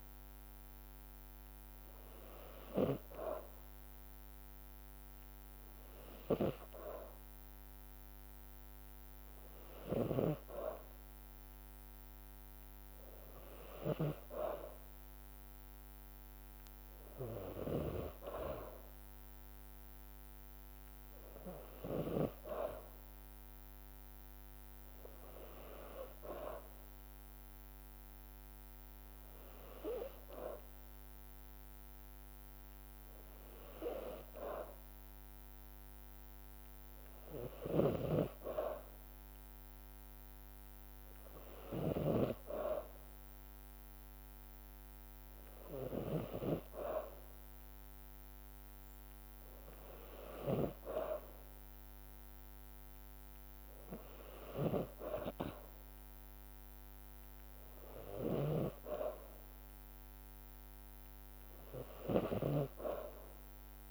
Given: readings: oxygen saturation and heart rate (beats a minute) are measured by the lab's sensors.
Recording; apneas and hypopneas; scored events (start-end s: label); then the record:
breathing in sleep by a microphone on the trachea; none
9.50-14.00 s: snoring (device-marked)
37.50-50.50 s: snoring (device-marked)
58.00-63.91 s: snoring (device-marked)
From the record:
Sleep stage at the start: N2 (light sleep); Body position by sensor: on the back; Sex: female